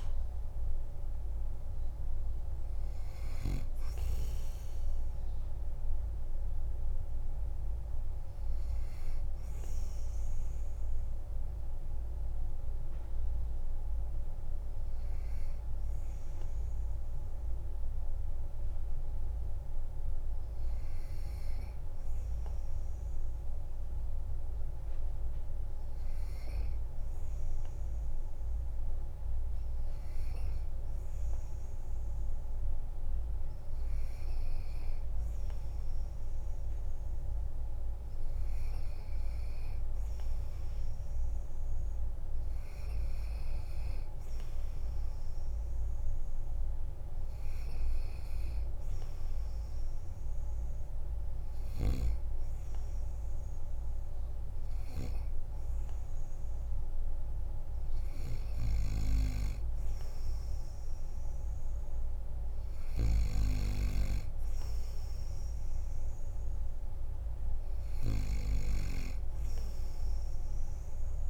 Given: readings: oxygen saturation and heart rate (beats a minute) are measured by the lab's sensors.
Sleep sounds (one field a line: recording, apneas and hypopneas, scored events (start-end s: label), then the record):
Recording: breathing in sleep by a room microphone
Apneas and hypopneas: none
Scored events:
0.00-17.00 s: oxygen desaturation (device-marked, oxygen 94% lowest, heart rate 44 extreme)
34.00-54.00 s: oxygen desaturation (device-marked, oxygen 97% before, 93% lowest, heart rate 47 before, 48 extreme)
From the record:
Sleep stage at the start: N3 (deep sleep)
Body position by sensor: on the back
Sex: male